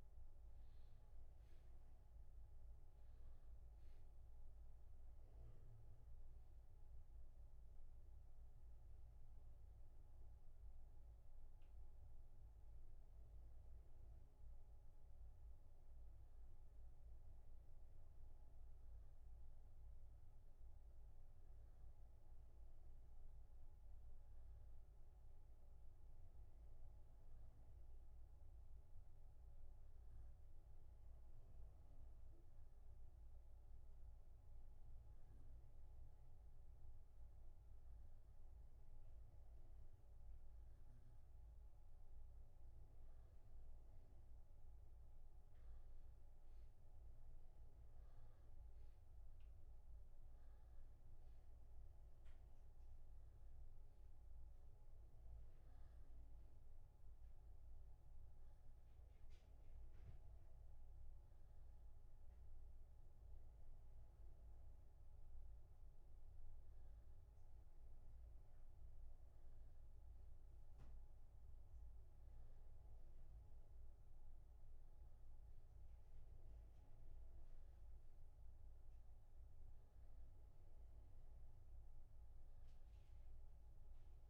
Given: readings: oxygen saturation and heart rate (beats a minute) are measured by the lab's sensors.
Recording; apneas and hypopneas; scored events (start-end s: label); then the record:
breathing in sleep, hard to hear, by a room microphone; 1
26.50-42.50 s: hypopnea (oxygen 95% before, 92% lowest)
45.50-48.50 s: arousal
52.00-66.00 s: oxygen desaturation (device-marked, oxygen 95% before, 92% lowest)
From the record:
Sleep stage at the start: N1 (lightest sleep); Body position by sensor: on the back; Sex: male